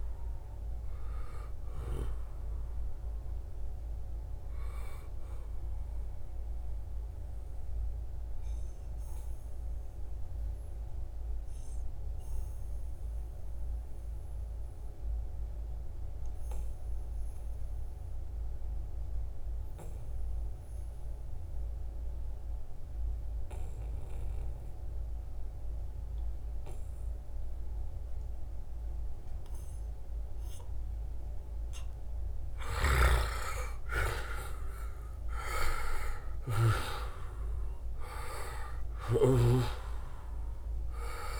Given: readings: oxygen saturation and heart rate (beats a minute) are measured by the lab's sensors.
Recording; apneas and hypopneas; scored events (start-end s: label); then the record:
breathing in sleep by a room microphone; 1
0.00-13.00 s: oxygen desaturation (device-marked, oxygen 88% lowest, heart rate 69 extreme)
5.50-31.50 s: obstructive apnea (oxygen 95% before, 88% lowest, heart rate 78 before, 69 extreme, up 6 after)
32.50-37.00 s: arousal
33.00-41.39 s: oxygen desaturation (device-marked, oxygen 97% before, 89% lowest, heart rate 71 before, 65 extreme)
From the record:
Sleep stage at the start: N2 (light sleep); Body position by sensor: on the right side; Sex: male